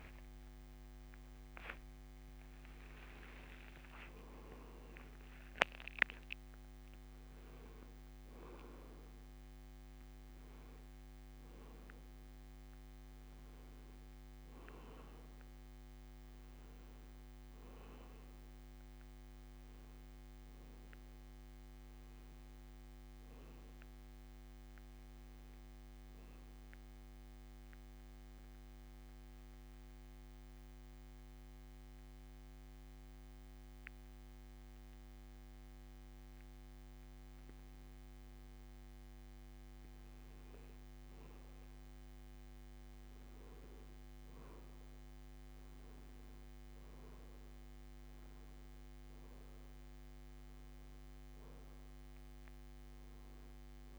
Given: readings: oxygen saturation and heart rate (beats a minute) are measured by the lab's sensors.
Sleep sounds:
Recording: breathing in sleep, hard to hear, by a microphone on the trachea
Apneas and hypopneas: 1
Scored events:
0.00-3.00 s: arousal
16.00-46.00 s: new sleep stage, N1 (lightest sleep)
28.50-39.00 s: obstructive apnea (oxygen 97% before, 94% lowest)
46.00-53.99 s: new sleep stage, N2 (light sleep)
46.50-51.00 s: arousal
From the record:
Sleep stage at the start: N2 (light sleep)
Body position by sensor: on the back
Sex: male

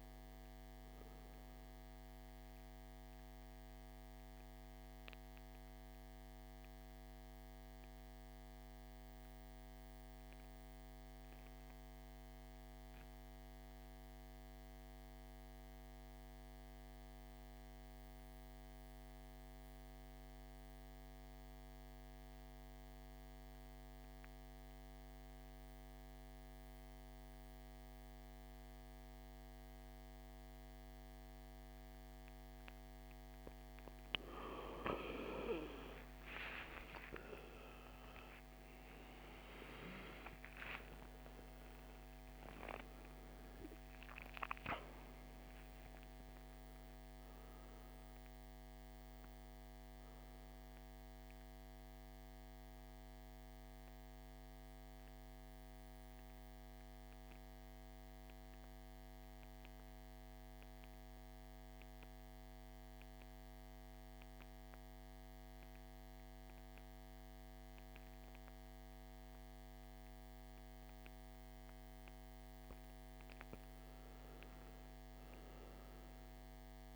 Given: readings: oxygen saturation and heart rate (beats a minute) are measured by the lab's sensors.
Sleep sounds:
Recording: breathing in sleep by a microphone on the trachea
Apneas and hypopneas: 2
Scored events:
0.50-18.50 s: oxygen desaturation (device-marked, oxygen 91% before, 80% lowest, heart rate 65 before, 52 extreme)
3.50-33.50 s: mixed apnea (oxygen 98% before, 78% lowest, heart rate 67 before, 52 extreme, up 20 after)
28.50-60.50 s: oxygen desaturation (device-marked, oxygen 99% before, 78% lowest, heart rate 55 before, 50 extreme)
35.50-39.50 s: arousal
54.00-71.00 s: central apnea (oxygen 98% before, 79% lowest, heart rate 74 before, 50 extreme, up 10 after)
73.00-76.96 s: arousal
From the record:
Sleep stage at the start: N2 (light sleep)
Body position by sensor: on the back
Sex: male

